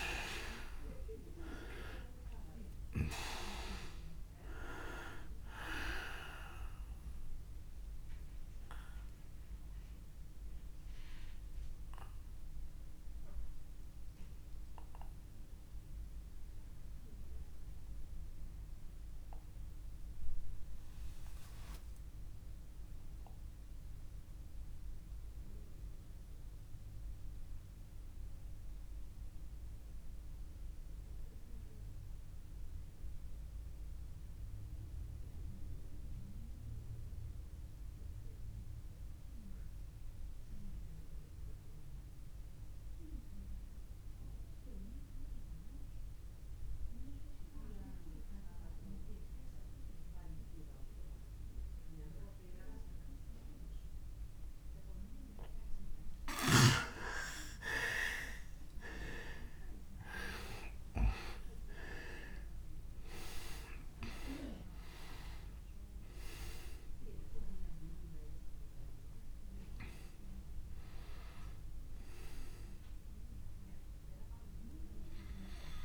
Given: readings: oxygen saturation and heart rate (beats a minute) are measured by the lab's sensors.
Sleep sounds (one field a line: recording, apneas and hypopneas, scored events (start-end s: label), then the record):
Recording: breathing in sleep by a room microphone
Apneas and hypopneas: 1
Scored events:
0.00-1.50 s: arousal
7.00-54.50 s: obstructive apnea (oxygen 100% before, 85% lowest)
8.00-29.00 s: oxygen desaturation (device-marked, oxygen 99% before, 91% lowest)
46.00-75.85 s: oxygen desaturation (device-marked, oxygen 99% before, 85% lowest)
58.00-64.00 s: arousal
From the record:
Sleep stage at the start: REM sleep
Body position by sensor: on the back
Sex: male